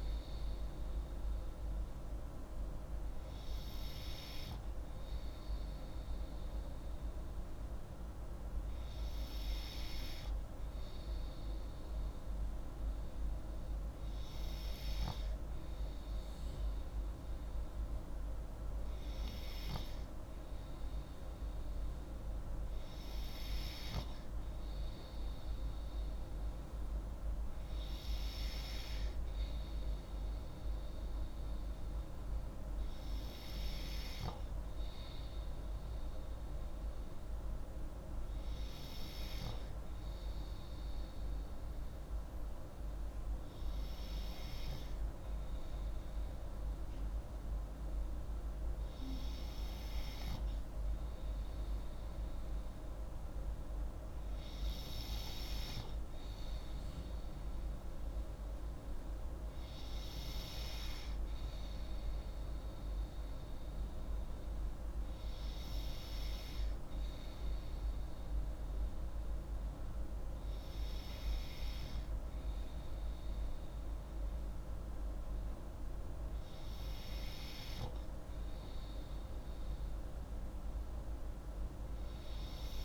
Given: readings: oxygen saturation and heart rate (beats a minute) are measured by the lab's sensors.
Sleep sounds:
breathing in sleep, hard to hear, by a room microphone; none
none scored
From the record:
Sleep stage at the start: N2 (light sleep); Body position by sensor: on the left side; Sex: female

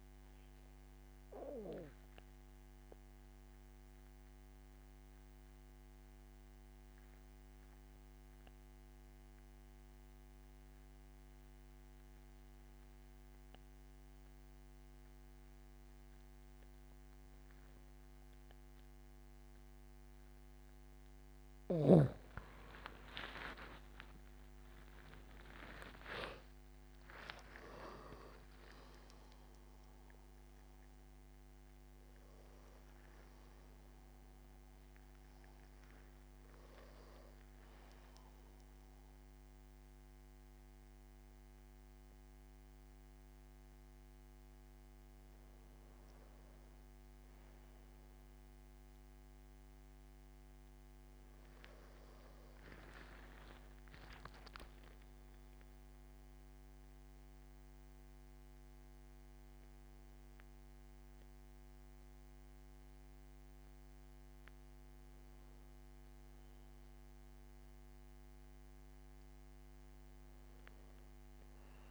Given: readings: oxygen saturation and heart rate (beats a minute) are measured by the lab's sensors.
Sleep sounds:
breathing in sleep by a microphone on the trachea; 1
2.50-21.00 s: obstructive apnea (oxygen 98% before, 89% lowest, heart rate 80 before, 78 extreme, up 18 after)
17.50-46.50 s: oxygen desaturation (device-marked, oxygen 97% before, 89% lowest, heart rate 81 before, 74 extreme)
22.50-26.00 s: arousal
25.50-71.91 s: new sleep stage, N1 (lightest sleep)
48.50-52.50 s: arousal
From the record:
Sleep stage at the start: N2 (light sleep); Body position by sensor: on the back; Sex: male

